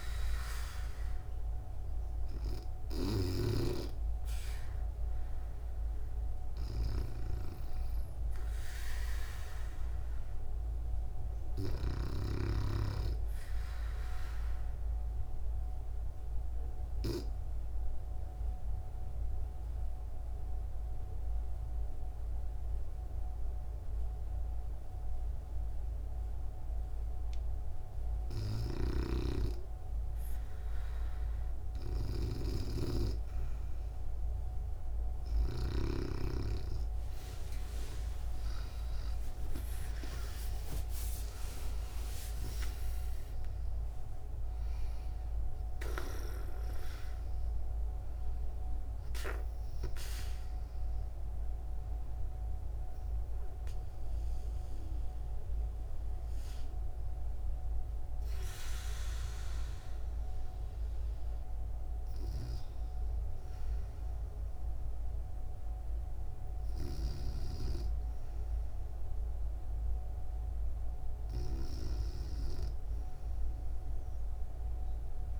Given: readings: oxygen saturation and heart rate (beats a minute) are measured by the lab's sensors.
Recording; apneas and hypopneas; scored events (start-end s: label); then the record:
breathing in sleep by a room microphone; 1
0.00-2.50 s: snoring (device-marked)
13.00-26.50 s: obstructive apnea (oxygen 96% before, 92% lowest, heart rate 75 before, 63 extreme)
28.00-35.00 s: snoring (device-marked)
35.50-59.50 s: oxygen desaturation (device-marked, oxygen 96% before, 92% lowest, heart rate 66 before, 58 extreme)
36.00-41.00 s: arousal
56.50-58.50 s: bradycardia (device-marked, heart rate 70 before, 63 extreme)
From the record:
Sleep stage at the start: REM sleep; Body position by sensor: on the back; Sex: female